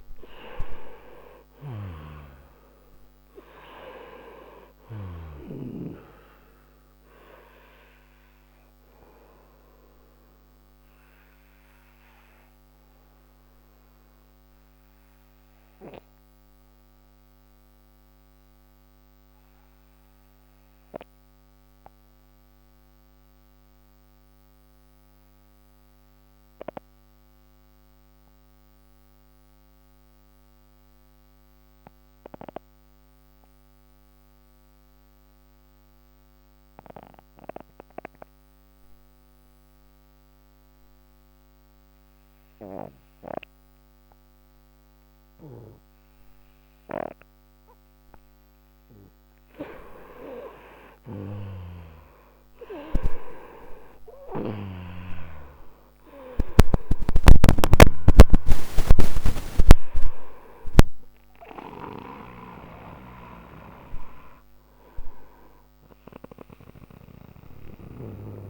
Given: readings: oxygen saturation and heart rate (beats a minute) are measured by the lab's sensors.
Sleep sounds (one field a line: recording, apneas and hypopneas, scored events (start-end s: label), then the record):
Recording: breathing in sleep by a microphone on the trachea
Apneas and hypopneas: 1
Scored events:
0.00-2.00 s: arousal
4.00-28.00 s: oxygen desaturation (device-marked, oxygen 95% before, 88% lowest, heart rate 59 before, 55 extreme)
18.50-44.00 s: mixed apnea (oxygen 96% before, 86% lowest, heart rate 54 before, 27 extreme, up 7 after)
46.00-68.50 s: oxygen desaturation (device-marked, oxygen 97% before, 86% lowest, heart rate 61 before, 27 extreme)
49.50-54.00 s: arousal
From the record:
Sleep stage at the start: N2 (light sleep)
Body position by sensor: on the right side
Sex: male